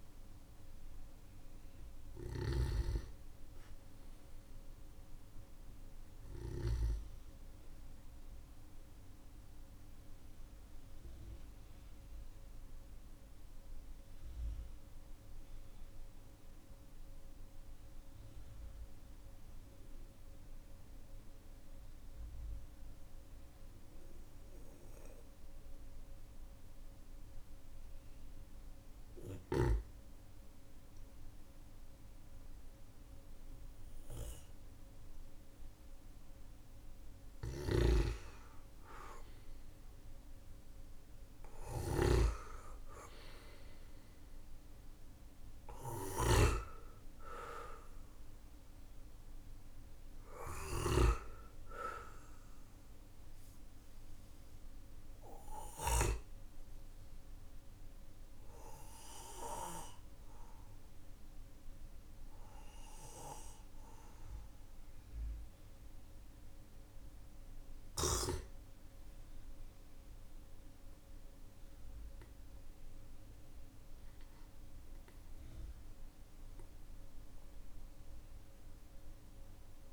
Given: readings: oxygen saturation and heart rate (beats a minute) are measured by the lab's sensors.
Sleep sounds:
breathing in sleep by a room microphone; 2
0.00-2.00 s: snoring (device-marked)
2.00-5.00 s: arousal
9.50-27.50 s: obstructive apnea (oxygen 97% before, 93% lowest, heart rate 47 before, 46 extreme, up 12 after)
28.50-31.50 s: arousal
37.00-55.50 s: snoring (device-marked)
48.00-51.00 s: arousal
54.00-71.00 s: obstructive apnea (oxygen 98% before, 93% lowest, heart rate 52 before, 43 extreme, up 14 after)
57.50-79.93 s: oxygen desaturation (device-marked, oxygen 97% before, 93% lowest, heart rate 50 before, 43 extreme)
75.50-79.93 s: arousal
75.50-79.93 s: new sleep stage, N1 (lightest sleep)
From the record:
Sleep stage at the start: N2 (light sleep); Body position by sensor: on the back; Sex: male

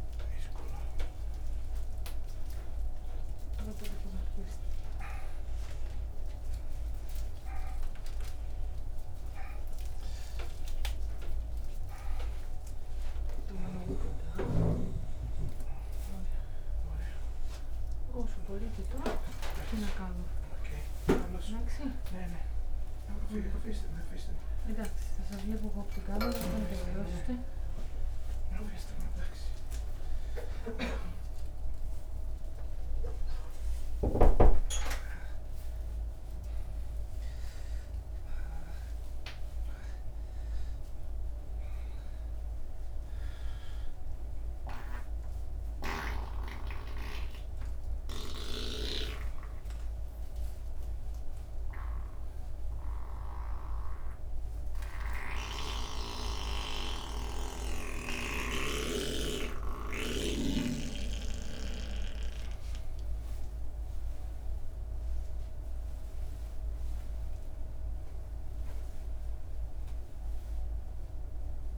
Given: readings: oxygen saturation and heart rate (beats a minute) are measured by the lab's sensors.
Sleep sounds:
a person awake in a sleep study, by a room microphone; none
none scored
From the record:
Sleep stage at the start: awake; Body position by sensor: upright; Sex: male

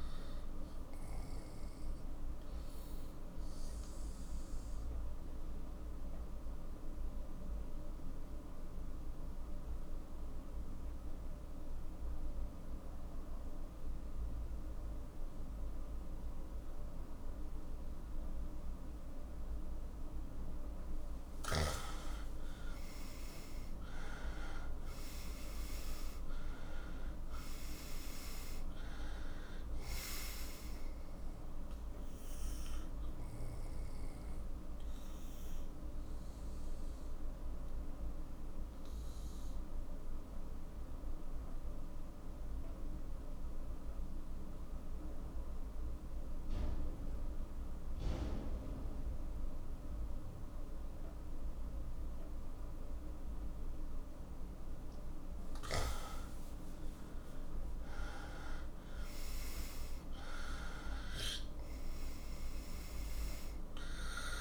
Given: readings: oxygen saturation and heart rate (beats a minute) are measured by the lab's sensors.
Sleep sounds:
breathing in sleep by a room microphone; 2
0.00-8.50 s: oxygen desaturation (device-marked, oxygen 92% lowest, heart rate 47 extreme)
0.50-19.50 s: obstructive apnea (oxygen 98% before, 91% lowest, heart rate 61 before, 46 extreme, up 10 after)
22.50-27.00 s: arousal
22.50-47.50 s: oxygen desaturation (device-marked, oxygen 97% before, 91% lowest, heart rate 53 before, 46 extreme)
34.50-54.50 s: obstructive apnea (oxygen 97% before, 90% lowest, heart rate 59 before, 43 extreme, up 16 after)
57.50-62.50 s: arousal
57.50-64.41 s: oxygen desaturation (device-marked, oxygen 98% before, 92% lowest, heart rate 51 before, 43 extreme)
From the record:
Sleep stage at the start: N2 (light sleep); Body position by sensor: on the right side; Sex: male

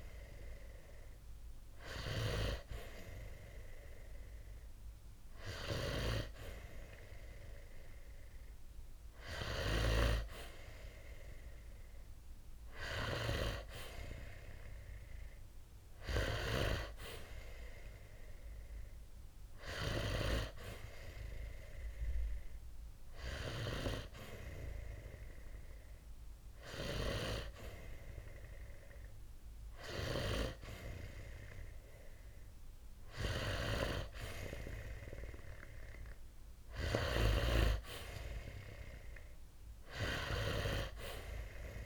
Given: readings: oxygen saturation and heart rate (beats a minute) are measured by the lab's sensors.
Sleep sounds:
breathing in sleep by a room microphone; none
none scored
From the record:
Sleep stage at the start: N2 (light sleep); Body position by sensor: on the back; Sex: male

